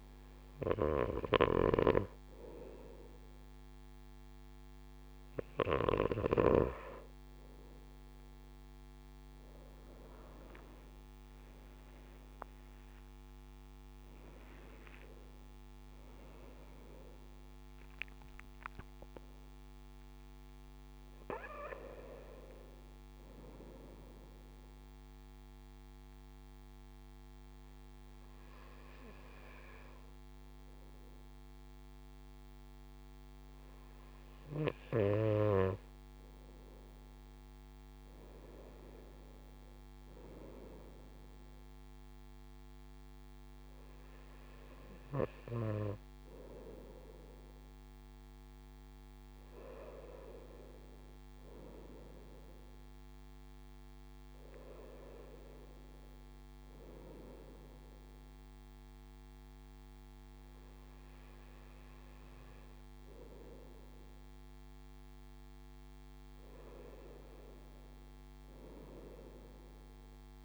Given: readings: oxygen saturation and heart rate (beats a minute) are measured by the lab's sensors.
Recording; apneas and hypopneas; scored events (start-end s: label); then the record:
breathing in sleep by a microphone on the trachea; none
1.50-6.50 s: snoring (device-marked)
From the record:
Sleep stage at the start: N2 (light sleep); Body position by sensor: on the right side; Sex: male